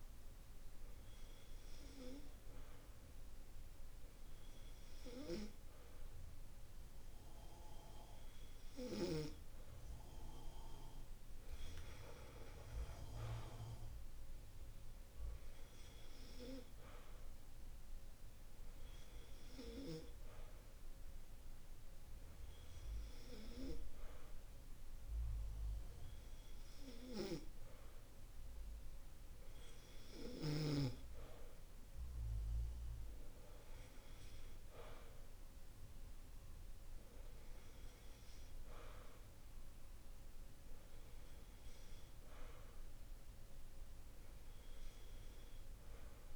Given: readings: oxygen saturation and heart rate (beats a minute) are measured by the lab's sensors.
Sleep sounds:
breathing in sleep by a room microphone; none
none scored
From the record:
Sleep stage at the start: N2 (light sleep); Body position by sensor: on the back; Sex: male

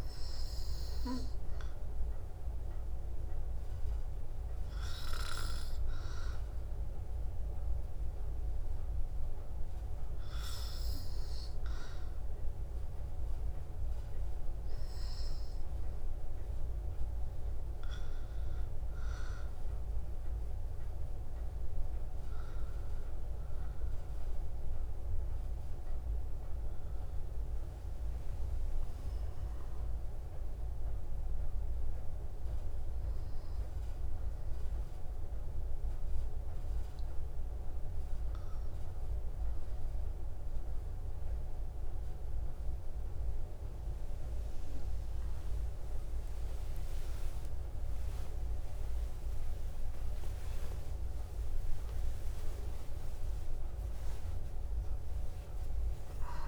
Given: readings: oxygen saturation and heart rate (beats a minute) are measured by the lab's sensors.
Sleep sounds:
breathing in sleep, hard to hear, by a room microphone; 1
7.50-21.00 s: hypopnea (oxygen 95% before, 94% lowest, heart rate 55 before, 55 extreme, up 2 after)
24.00-28.50 s: arousal
From the record:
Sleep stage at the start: N2 (light sleep); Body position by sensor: on the back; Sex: female

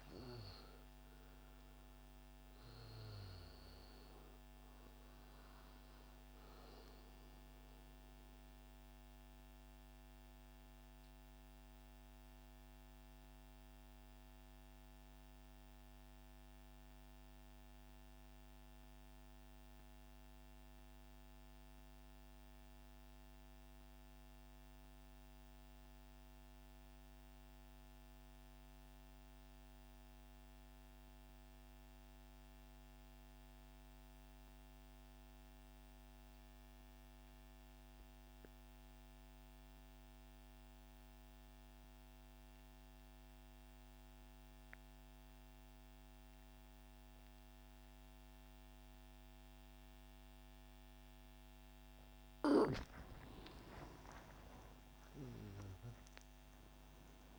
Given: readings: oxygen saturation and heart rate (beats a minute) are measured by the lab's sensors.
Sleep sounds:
breathing in sleep, hard to hear, by a microphone on the trachea; 1
0.00-20.50 s: oxygen desaturation (device-marked, oxygen 88% lowest, heart rate 29 extreme)
8.00-52.00 s: mixed apnea (oxygen 96% before, 86% lowest, heart rate 83 before, 25 extreme)
40.50-57.39 s: oxygen desaturation (device-marked, oxygen 98% before, 86% lowest)
52.50-57.39 s: arousal
From the record:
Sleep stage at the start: N2 (light sleep); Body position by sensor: on the right side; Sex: male

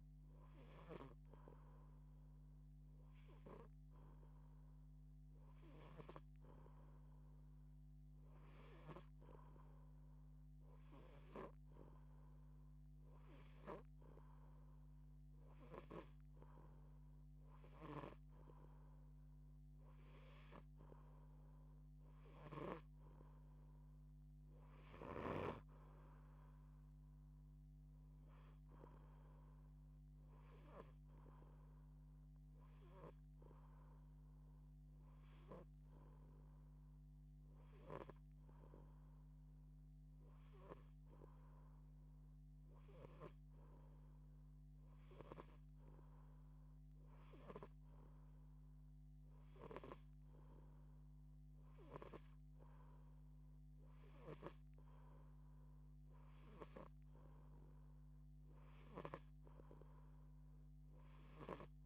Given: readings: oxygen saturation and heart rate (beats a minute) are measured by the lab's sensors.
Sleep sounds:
breathing in sleep by a microphone on the trachea; none
0.00-8.50 s: snoring (device-marked)
21.50-25.00 s: snoring (device-marked)
37.00-43.00 s: snoring (device-marked)
49.00-54.00 s: snoring (device-marked)
From the record:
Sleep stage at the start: N2 (light sleep); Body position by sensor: on the back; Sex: female

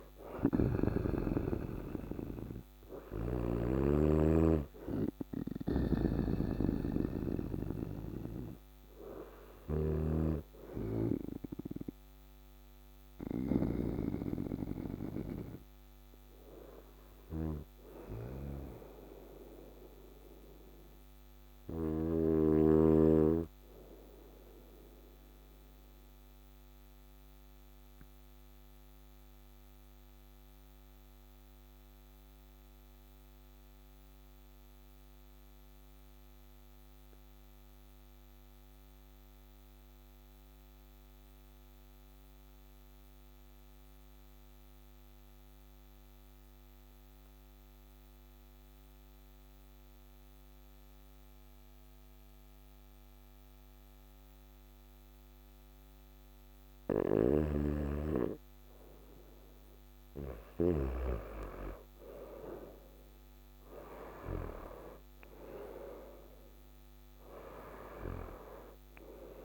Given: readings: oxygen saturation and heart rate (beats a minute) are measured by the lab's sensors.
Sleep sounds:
breathing in sleep by a microphone on the trachea; 1
0.00-8.50 s: oxygen desaturation (device-marked, oxygen 96% lowest, heart rate 56 extreme)
2.50-9.50 s: snoring (device-marked)
14.50-24.50 s: oxygen desaturation (device-marked, oxygen 97% before, 92% lowest, heart rate 64 before, 56 extreme)
18.50-56.50 s: obstructive apnea (oxygen 99% before, 90% lowest, heart rate 63 before, 55 extreme, up 3 after)
49.50-69.45 s: oxygen desaturation (device-marked, oxygen 99% before, 92% lowest, heart rate 57 before, 55 extreme)
56.50-60.50 s: snoring (device-marked)
59.50-65.00 s: arousal
From the record:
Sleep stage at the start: N2 (light sleep); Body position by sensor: on the right side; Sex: male

